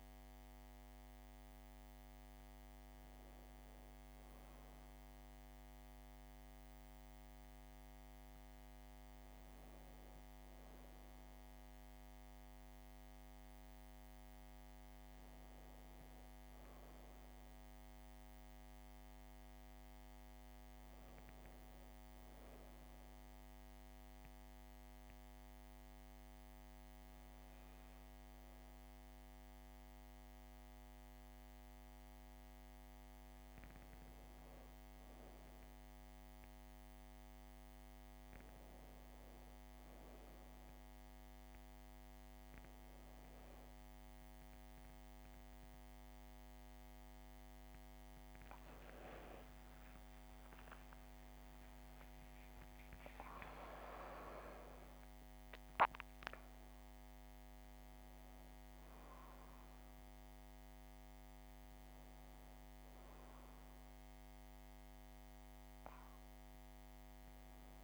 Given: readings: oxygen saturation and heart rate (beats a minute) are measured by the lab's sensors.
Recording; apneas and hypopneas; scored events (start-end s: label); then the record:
a person awake in a sleep study, hard to hear, by a microphone on the trachea; 1
14.50-18.50 s: arousal
23.50-33.50 s: hypopnea (oxygen 97% before, 94% lowest, heart rate 71 before, 68 extreme, up 3 after)
30.50-67.84 s: new sleep stage, awake
From the record:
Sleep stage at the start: N1 (lightest sleep); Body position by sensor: on the back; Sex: female